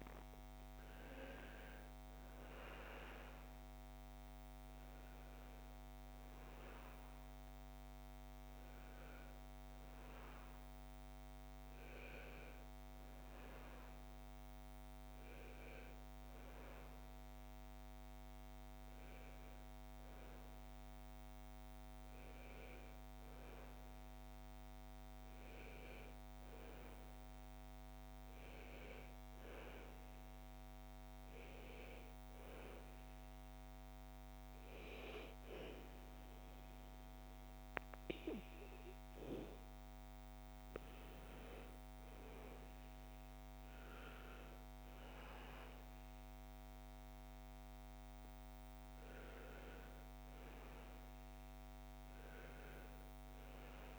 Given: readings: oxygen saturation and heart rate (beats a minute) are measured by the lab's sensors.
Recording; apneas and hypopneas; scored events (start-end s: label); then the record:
breathing in sleep, hard to hear, by a microphone on the trachea; none
49.00-53.99 s: oxygen desaturation (device-marked, oxygen 95% before, 92% lowest, heart rate 68 before, 58 extreme)
From the record:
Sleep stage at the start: N1 (lightest sleep); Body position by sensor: on the back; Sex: female